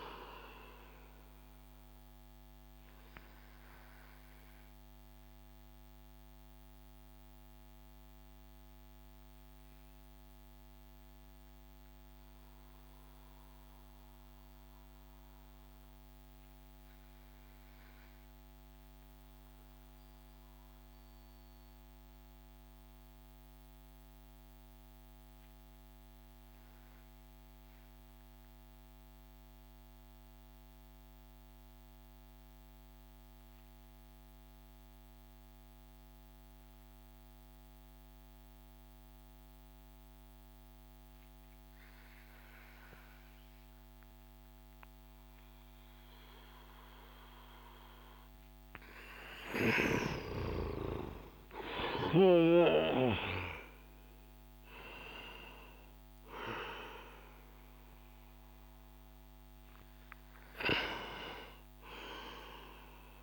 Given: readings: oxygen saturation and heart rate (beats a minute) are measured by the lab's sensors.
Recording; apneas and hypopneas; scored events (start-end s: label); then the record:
breathing in sleep by a microphone on the trachea; 1
2.00-47.00 s: obstructive apnea (oxygen 98% before, 88% lowest)
9.50-25.50 s: oxygen desaturation (device-marked, oxygen 94% before, 88% lowest)
48.50-53.00 s: arousal
From the record:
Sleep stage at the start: N2 (light sleep); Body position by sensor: on the back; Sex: male